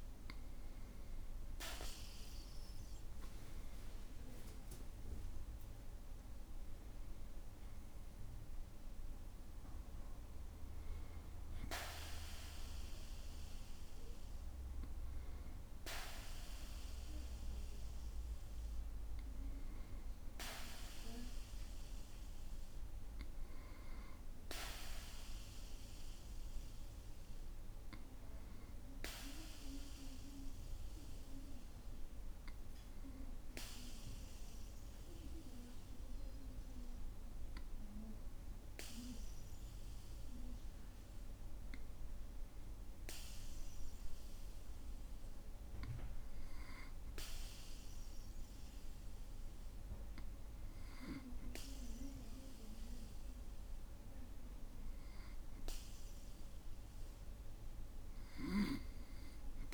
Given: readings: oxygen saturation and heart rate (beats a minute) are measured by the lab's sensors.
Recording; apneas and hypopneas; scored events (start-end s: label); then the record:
breathing in sleep by a room microphone; 1
31.00-47.00 s: hypopnea (oxygen 97% before, 95% lowest, heart rate 58 before, 53 extreme, up 4 after)
49.50-53.50 s: arousal
From the record:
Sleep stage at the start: N2 (light sleep); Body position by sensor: on the back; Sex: male